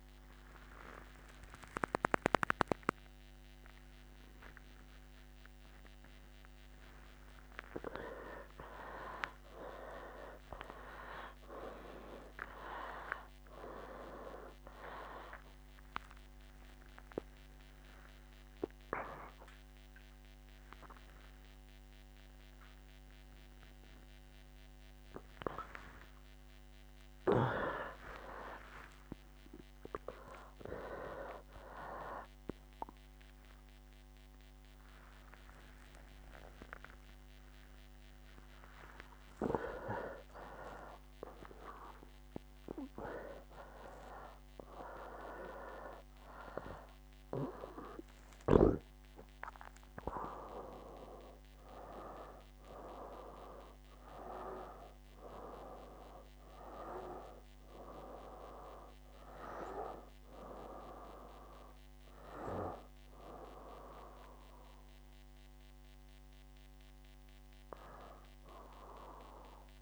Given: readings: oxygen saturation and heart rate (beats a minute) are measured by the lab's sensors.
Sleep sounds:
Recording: a person awake in a sleep study, by a microphone on the trachea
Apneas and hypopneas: none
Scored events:
0.00-6.50 s: oxygen desaturation (device-marked, oxygen 83% lowest, heart rate 75 extreme)
0.00-11.50 s: tachycardia (device-marked, heart rate 150 extreme)
3.00-5.00 s: long interval between heartbeats (device-marked, heart rate 89 before, 110 extreme)
6.00-8.00 s: long interval between heartbeats (device-marked, heart rate 94 before, 138 extreme)
8.00-10.00 s: long interval between heartbeats (device-marked, heart rate 100 before, 133 extreme)
12.00-14.00 s: long interval between heartbeats (device-marked, heart rate 111 before, 117 extreme)
13.50-45.50 s: tachycardia (device-marked, heart rate 72 before, 178 extreme)
16.50-18.50 s: long interval between heartbeats (device-marked, heart rate 112 before, 119 extreme)
18.50-20.50 s: long interval between heartbeats (device-marked, heart rate 113 before, 136 extreme)
26.00-28.00 s: long interval between heartbeats (device-marked, heart rate 133 before, 116 extreme)
30.00-32.00 s: long interval between heartbeats (device-marked, heart rate 129 before, 133 extreme)
32.00-34.00 s: long interval between heartbeats (device-marked, heart rate 129 before, 119 extreme)
39.50-41.50 s: long interval between heartbeats (device-marked, heart rate 131 before, 127 extreme)
41.50-43.50 s: long interval between heartbeats (device-marked, heart rate 128 before, 135 extreme)
44.00-46.00 s: long interval between heartbeats (device-marked, heart rate 125 before, 143 extreme)
60.50-69.82 s: new sleep stage, N2 (light sleep)
From the record:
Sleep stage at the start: awake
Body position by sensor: on the right side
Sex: male

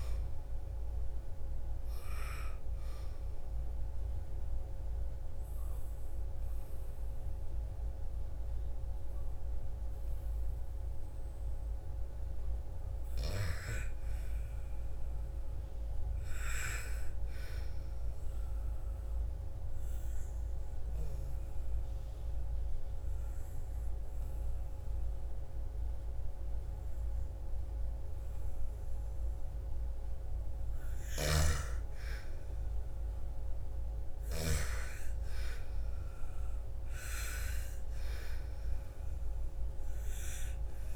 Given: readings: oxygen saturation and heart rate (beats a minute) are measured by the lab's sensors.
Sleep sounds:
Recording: breathing in sleep by a room microphone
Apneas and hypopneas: 1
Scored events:
0.00-12.50 s: oxygen desaturation (device-marked, oxygen 92% lowest, heart rate 54 extreme)
18.50-29.00 s: obstructive apnea (oxygen 98% before, 90% lowest, heart rate 60 before, 54 extreme, up 4 after)
21.50-31.50 s: oxygen desaturation (device-marked, oxygen 97% before, 94% lowest, heart rate 59 before, 54 extreme)
30.50-34.00 s: snoring (device-marked)
32.50-37.00 s: arousal
37.50-40.96 s: oxygen desaturation (device-marked, oxygen 95% before, 92% lowest, heart rate 57 before, 56 extreme)
From the record:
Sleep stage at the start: N2 (light sleep)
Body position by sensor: on the back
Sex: female

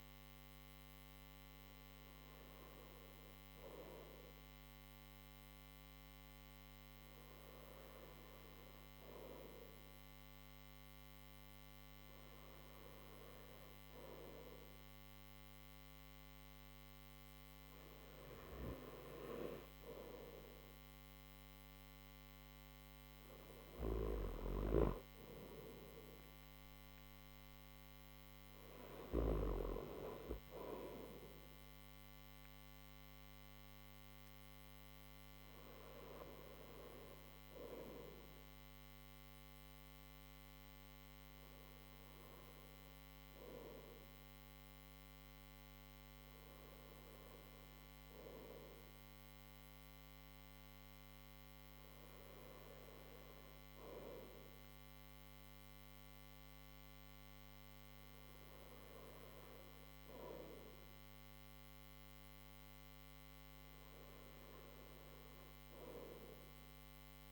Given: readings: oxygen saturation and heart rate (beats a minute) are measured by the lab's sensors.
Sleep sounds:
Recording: breathing in sleep by a microphone on the trachea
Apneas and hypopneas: none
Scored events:
none scored
From the record:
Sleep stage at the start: N3 (deep sleep)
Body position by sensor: on the right side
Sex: male

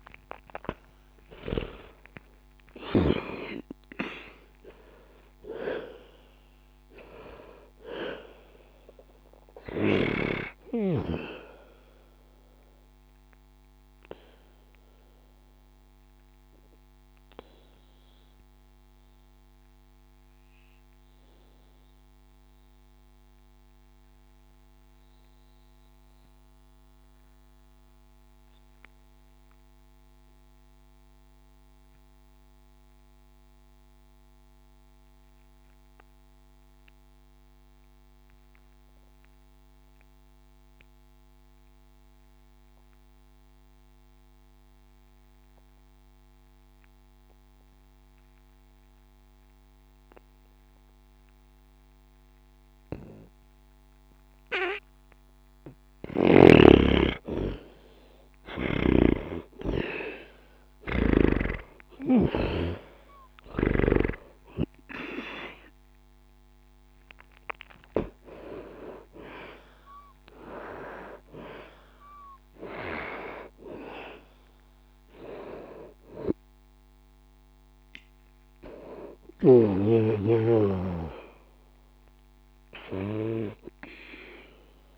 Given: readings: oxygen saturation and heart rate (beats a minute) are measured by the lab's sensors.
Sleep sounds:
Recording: breathing in sleep by a microphone on the trachea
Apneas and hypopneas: 1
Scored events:
0.00-35.50 s: oxygen desaturation (device-marked, oxygen 76% lowest, heart rate 60 extreme)
11.50-56.00 s: obstructive apnea (oxygen 97% before, 76% lowest, heart rate 66 before, 60 extreme, up 0 after)
53.50-79.50 s: oxygen desaturation (device-marked, oxygen 98% before, 87% lowest, heart rate 60 before, 60 extreme)
58.50-63.00 s: arousal
58.50-64.00 s: snoring (device-marked)
81.50-84.98 s: oxygen desaturation (device-marked, oxygen 90% before, 78% lowest, heart rate 69 before, 60 extreme)
From the record:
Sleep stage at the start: N2 (light sleep)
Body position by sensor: on the back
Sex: male

